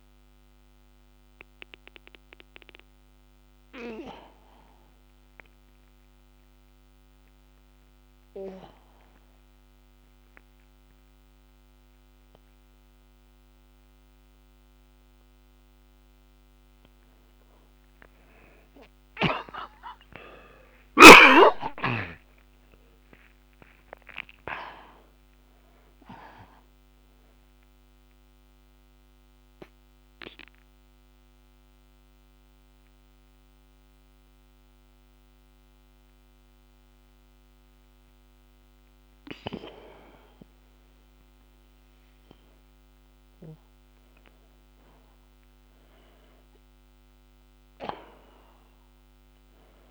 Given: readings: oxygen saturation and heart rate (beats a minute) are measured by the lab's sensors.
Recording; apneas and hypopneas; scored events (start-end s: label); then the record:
breathing in sleep by a microphone on the trachea; 2
6.00-17.00 s: obstructive apnea (oxygen 95% before, 75% lowest)
9.50-20.50 s: oxygen desaturation (device-marked, oxygen 94% before, 83% lowest)
20.00-24.50 s: arousal
29.50-43.00 s: mixed apnea (oxygen 94% before, 75% lowest)
31.50-46.50 s: oxygen desaturation (device-marked, oxygen 93% before, 75% lowest)
45.00-49.00 s: arousal
From the record:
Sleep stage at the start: N2 (light sleep); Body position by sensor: on the back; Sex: male